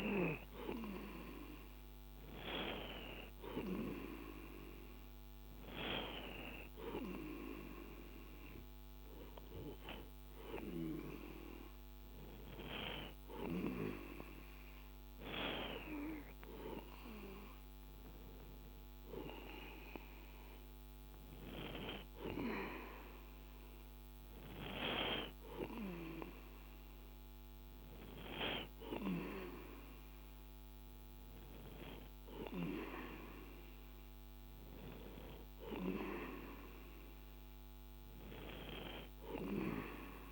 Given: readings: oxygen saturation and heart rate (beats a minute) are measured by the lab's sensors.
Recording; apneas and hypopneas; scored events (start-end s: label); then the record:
breathing in sleep by a microphone on the trachea; none
none scored
From the record:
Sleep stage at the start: N2 (light sleep); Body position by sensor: on the right side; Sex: male